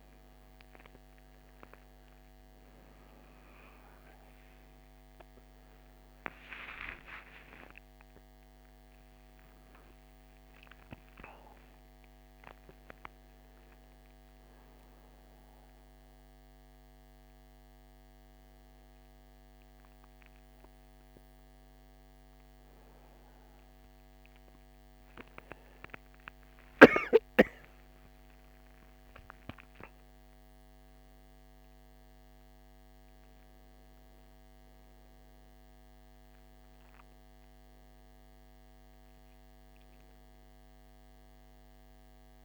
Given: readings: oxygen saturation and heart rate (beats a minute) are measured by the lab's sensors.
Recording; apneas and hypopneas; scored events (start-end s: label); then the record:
a person awake in a sleep study, by a microphone on the trachea; none
27.50-42.45 s: new sleep stage, N1 (lightest sleep)
From the record:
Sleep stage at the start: awake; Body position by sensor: on the back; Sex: male